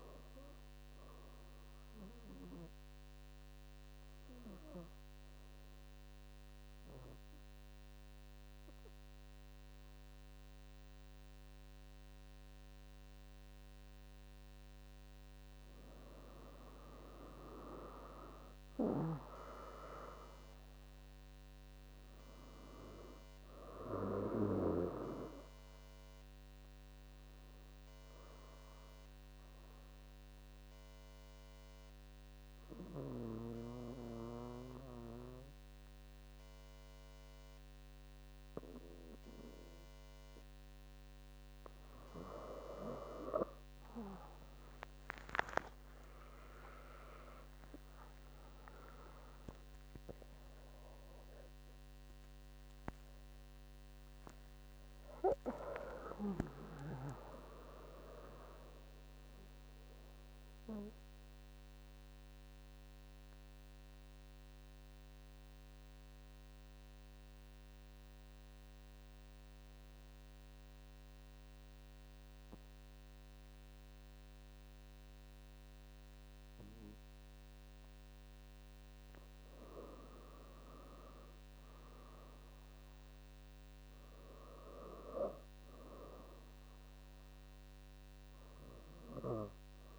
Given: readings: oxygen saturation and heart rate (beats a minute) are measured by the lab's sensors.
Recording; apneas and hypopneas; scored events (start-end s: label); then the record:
breathing in sleep by a microphone on the trachea; 3
3.50-15.50 s: obstructive apnea (oxygen 99% before, 94% lowest, heart rate 69 before, 64 extreme, up 9 after)
17.50-21.50 s: arousal
27.50-42.00 s: obstructive apnea (oxygen 99% before, 94% lowest, heart rate 68 before, 67 extreme, up 32 after)
45.00-50.00 s: arousal
59.00-78.50 s: mixed apnea (oxygen 98% before, 93% lowest, heart rate 81 before, 67 extreme, up 3 after)
81.00-84.50 s: arousal
85.50-89.99 s: oxygen desaturation (device-marked, oxygen 99% before, 94% lowest, heart rate 70 before, 67 extreme)
From the record:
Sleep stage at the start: N2 (light sleep); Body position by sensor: on the back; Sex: female